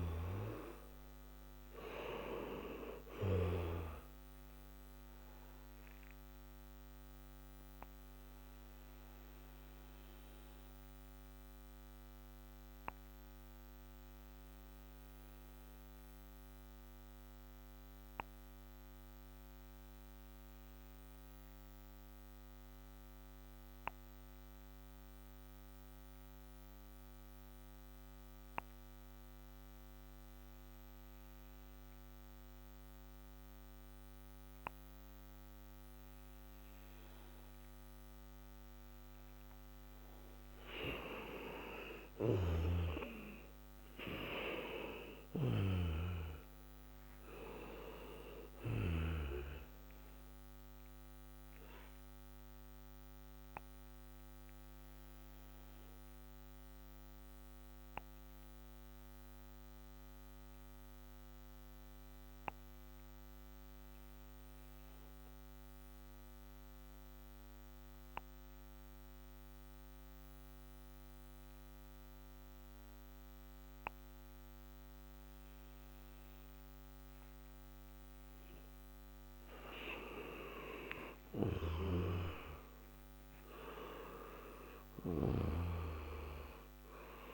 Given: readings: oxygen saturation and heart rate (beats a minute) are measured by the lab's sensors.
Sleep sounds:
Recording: breathing in sleep by a microphone on the trachea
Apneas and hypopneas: 2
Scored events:
0.00-3.50 s: arousal
0.00-29.00 s: oxygen desaturation (device-marked, oxygen 88% lowest, heart rate 57 extreme)
7.50-39.50 s: obstructive apnea (oxygen 98% before, 88% lowest, heart rate 66 before, 57 extreme, up 28 after)
41.00-45.50 s: arousal
51.00-72.00 s: oxygen desaturation (device-marked, oxygen 96% before, 89% lowest, heart rate 74 before, 59 extreme)
51.00-75.00 s: obstructive apnea (oxygen 97% before, 89% lowest, heart rate 74 before, 59 extreme, up 29 after)
73.00-87.34 s: new sleep stage, awake
From the record:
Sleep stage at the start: N2 (light sleep)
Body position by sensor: on the back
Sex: male

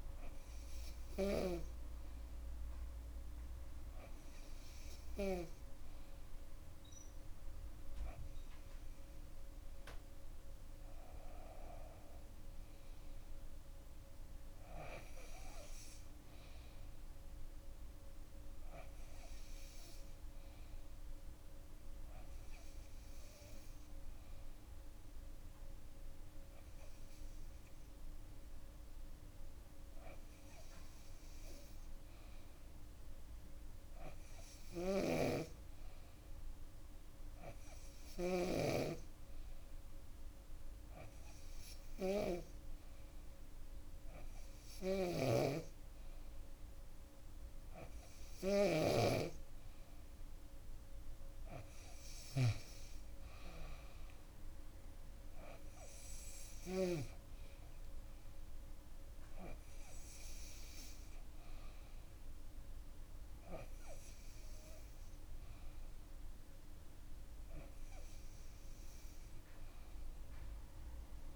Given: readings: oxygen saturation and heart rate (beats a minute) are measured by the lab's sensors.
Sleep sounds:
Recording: breathing in sleep by a room microphone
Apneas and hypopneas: 1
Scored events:
21.50-32.50 s: hypopnea (oxygen 96% before, 94% lowest, heart rate 65 before, 63 extreme, up 5 after)
34.50-38.00 s: snoring (device-marked)
35.00-38.50 s: arousal
44.50-48.50 s: snoring (device-marked)
From the record:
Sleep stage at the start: N2 (light sleep)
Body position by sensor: on the back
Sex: female

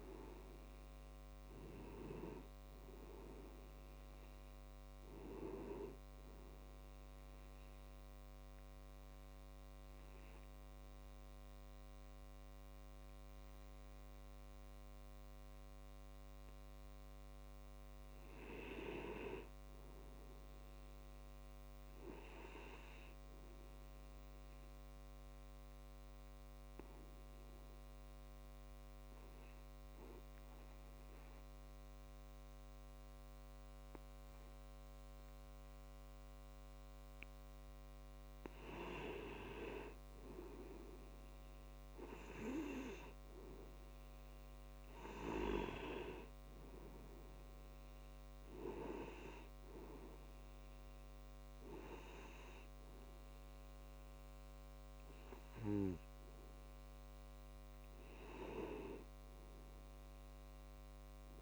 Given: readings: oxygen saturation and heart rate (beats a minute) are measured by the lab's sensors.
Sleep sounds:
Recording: breathing in sleep by a microphone on the trachea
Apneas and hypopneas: 2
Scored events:
1.00-17.00 s: oxygen desaturation (device-marked, oxygen 95% before, 92% lowest)
6.50-16.50 s: obstructive apnea (oxygen 97% before, 91% lowest)
18.00-21.50 s: arousal
24.50-37.50 s: obstructive apnea (oxygen 97% before, 90% lowest)
39.50-43.00 s: arousal
48.00-61.42 s: oxygen desaturation (device-marked, oxygen 96% before, 91% lowest)
From the record:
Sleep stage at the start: N2 (light sleep)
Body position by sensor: on the back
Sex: male

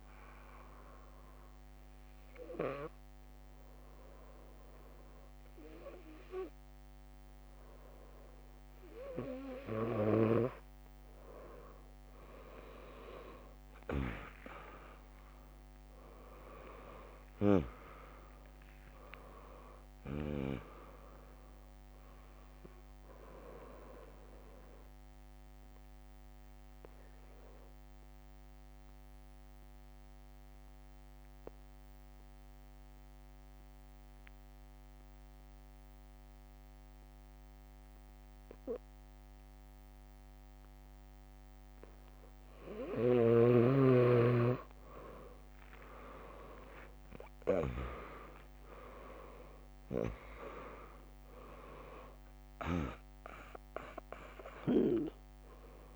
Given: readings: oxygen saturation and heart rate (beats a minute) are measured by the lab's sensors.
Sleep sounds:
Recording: breathing in sleep by a microphone on the trachea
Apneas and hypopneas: 2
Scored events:
0.00-4.50 s: drop in pulse transit time (device-marked, heart rate 77 extreme)
0.00-11.50 s: oxygen desaturation (device-marked, oxygen 96% lowest, heart rate 62 extreme)
1.00-11.50 s: hypopnea (oxygen 100% before, 96% lowest, heart rate 74 before, 62 extreme, up 7 after)
14.00-19.50 s: arousal
18.50-28.50 s: drop in pulse transit time (device-marked, heart rate 72 before, 67 extreme)
24.00-42.50 s: mixed apnea (oxygen 99% before, 96% lowest, heart rate 69 before, 61 extreme, up 0 after)
45.50-50.50 s: arousal
50.50-55.96 s: drop in pulse transit time (device-marked, heart rate 63 before, 64 extreme)
50.50-55.96 s: oxygen desaturation (device-marked, oxygen 100% before, 96% lowest, heart rate 63 before, 58 extreme)
From the record:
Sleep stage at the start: N2 (light sleep)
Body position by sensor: on the back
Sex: female

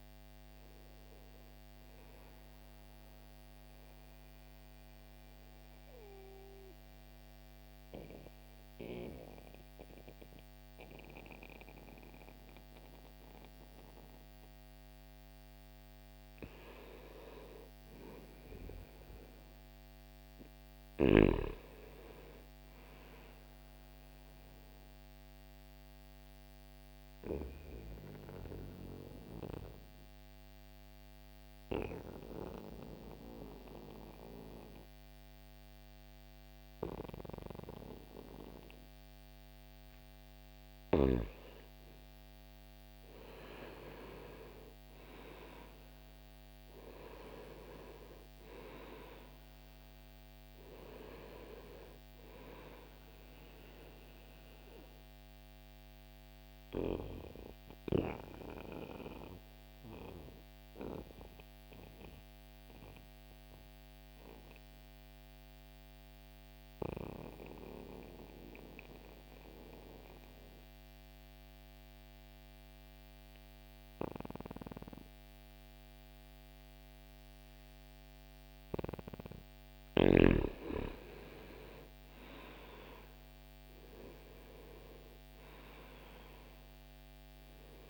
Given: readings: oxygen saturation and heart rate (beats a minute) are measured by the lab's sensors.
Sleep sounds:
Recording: breathing in sleep by a microphone on the trachea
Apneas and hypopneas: 3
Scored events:
0.00-5.50 s: oxygen desaturation (device-marked, oxygen 88% lowest, heart rate 60 extreme)
1.50-15.00 s: mixed apnea (oxygen 92% before, 89% lowest, heart rate 64 before, 60 extreme, up 2 after)
17.00-21.00 s: arousal
24.50-40.00 s: obstructive apnea (oxygen 98% before, 91% lowest, heart rate 62 before, 59 extreme, up 4 after)
26.50-42.50 s: oxygen desaturation (device-marked, oxygen 97% before, 91% lowest, heart rate 62 before, 59 extreme)
43.50-48.00 s: arousal
55.00-77.50 s: mixed apnea (oxygen 96% before, 91% lowest, heart rate 62 before, 59 extreme, up 1 after)
65.50-77.50 s: oxygen desaturation (device-marked, oxygen 94% before, 91% lowest, heart rate 61 before, 59 extreme)
80.00-85.00 s: arousal
From the record:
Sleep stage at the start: N2 (light sleep)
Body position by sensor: on the back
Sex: male

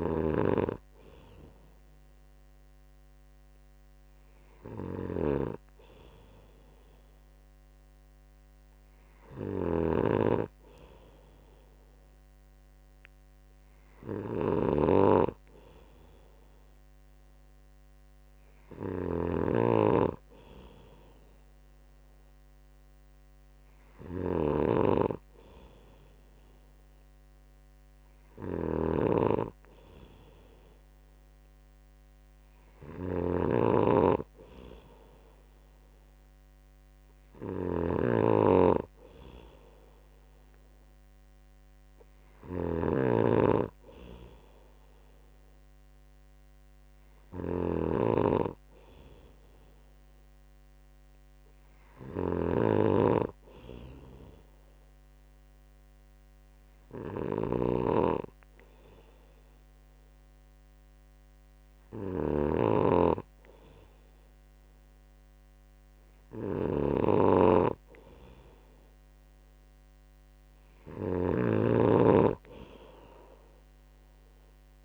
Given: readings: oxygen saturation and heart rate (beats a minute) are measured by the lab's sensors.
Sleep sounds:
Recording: breathing in sleep by a microphone on the trachea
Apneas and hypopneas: none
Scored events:
0.00-74.85 s: snoring (device-marked)
From the record:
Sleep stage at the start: N2 (light sleep)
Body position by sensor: on the right side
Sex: male

